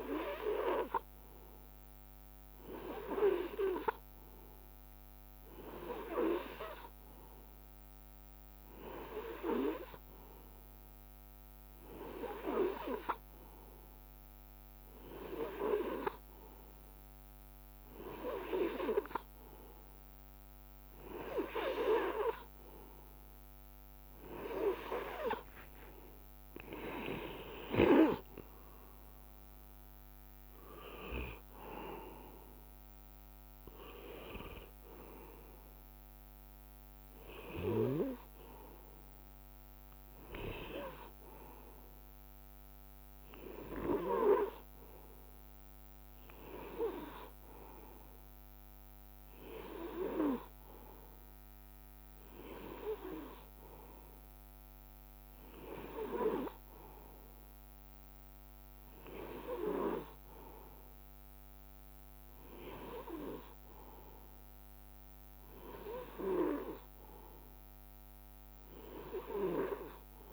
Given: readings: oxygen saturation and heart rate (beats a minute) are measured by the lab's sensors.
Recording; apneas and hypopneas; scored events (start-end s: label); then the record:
breathing in sleep by a microphone on the trachea; none
26.00-28.00 s: long interval between heartbeats (device-marked, heart rate 63 before, 72 extreme)
From the record:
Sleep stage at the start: N2 (light sleep); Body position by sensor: on the right side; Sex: male